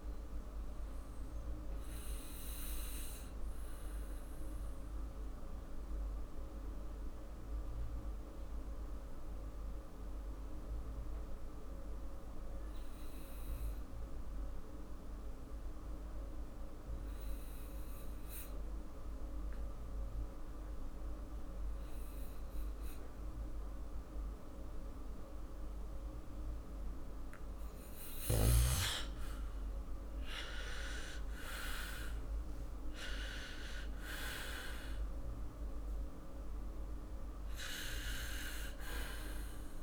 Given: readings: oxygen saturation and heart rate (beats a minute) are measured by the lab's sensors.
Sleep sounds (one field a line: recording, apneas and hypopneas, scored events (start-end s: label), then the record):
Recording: breathing in sleep by a room microphone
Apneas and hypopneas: 1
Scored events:
0.50-27.50 s: obstructive apnea (oxygen 97% before, 89% lowest, heart rate 50 before, 44 extreme, up 6 after)
24.00-39.82 s: oxygen desaturation (device-marked, oxygen 98% before, 89% lowest, heart rate 50 before, 44 extreme)
29.00-34.00 s: arousal
From the record:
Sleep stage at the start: REM sleep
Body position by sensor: on the back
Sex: male